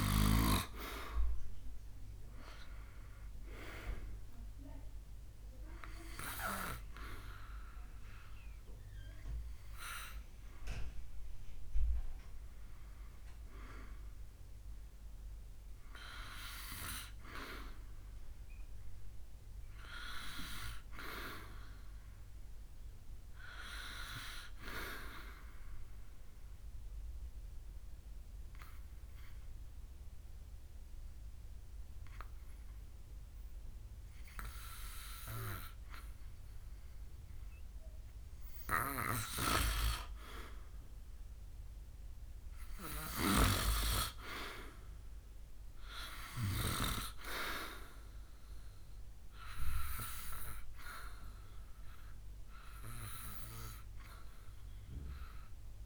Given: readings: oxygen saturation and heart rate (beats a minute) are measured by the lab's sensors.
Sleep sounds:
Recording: breathing in sleep by a room microphone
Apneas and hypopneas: 1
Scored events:
0.50-21.50 s: oxygen desaturation (device-marked, oxygen 94% before, 90% lowest, heart rate 70 before, 71 extreme)
25.50-38.00 s: obstructive apnea (oxygen 95% before, 91% lowest, heart rate 74 before, 71 extreme, up 5 after)
28.50-38.50 s: oxygen desaturation (device-marked, oxygen 95% before, 91% lowest, heart rate 74 before, 71 extreme)
41.00-44.00 s: arousal
From the record:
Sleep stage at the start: N2 (light sleep)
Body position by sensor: on the back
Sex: male

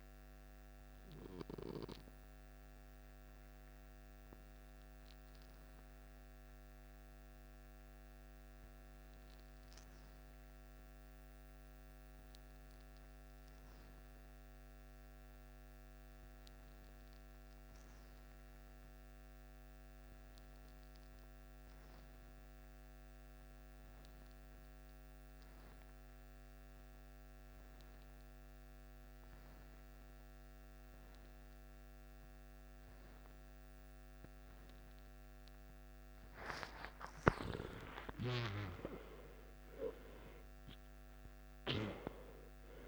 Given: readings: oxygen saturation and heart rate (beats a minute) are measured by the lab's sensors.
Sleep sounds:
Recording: breathing in sleep by a microphone on the trachea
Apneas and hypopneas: 1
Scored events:
0.50-11.50 s: oxygen desaturation (device-marked, oxygen 94% before, 89% lowest, heart rate 65 before, 52 extreme)
5.50-37.00 s: obstructive apnea (oxygen 94% before, 89% lowest, heart rate 63 before, 52 extreme, up 15 after)
29.50-42.88 s: oxygen desaturation (device-marked, oxygen 97% before, 90% lowest, heart rate 52 before, 53 extreme)
38.00-42.50 s: arousal
From the record:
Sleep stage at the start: N2 (light sleep)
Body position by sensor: on the left side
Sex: male

